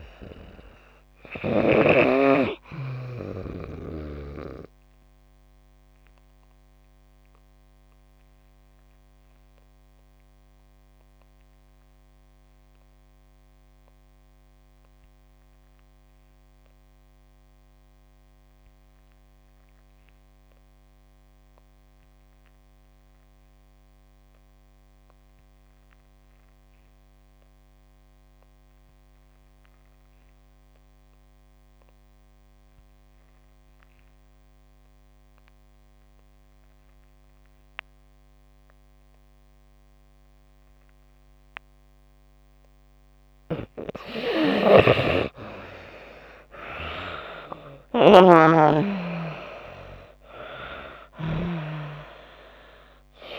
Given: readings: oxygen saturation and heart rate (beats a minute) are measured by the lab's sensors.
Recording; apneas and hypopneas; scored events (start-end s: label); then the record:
breathing in sleep by a microphone on the trachea; 1
0.00-2.00 s: snoring (device-marked)
0.00-26.00 s: oxygen desaturation (device-marked, oxygen 86% lowest)
5.00-42.50 s: obstructive apnea (oxygen 97% before, 80% lowest)
38.00-53.39 s: oxygen desaturation (device-marked, oxygen 97% before, 80% lowest)
44.00-51.00 s: snoring (device-marked)
44.50-48.50 s: arousal
From the record:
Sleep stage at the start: N2 (light sleep); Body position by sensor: on the back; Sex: female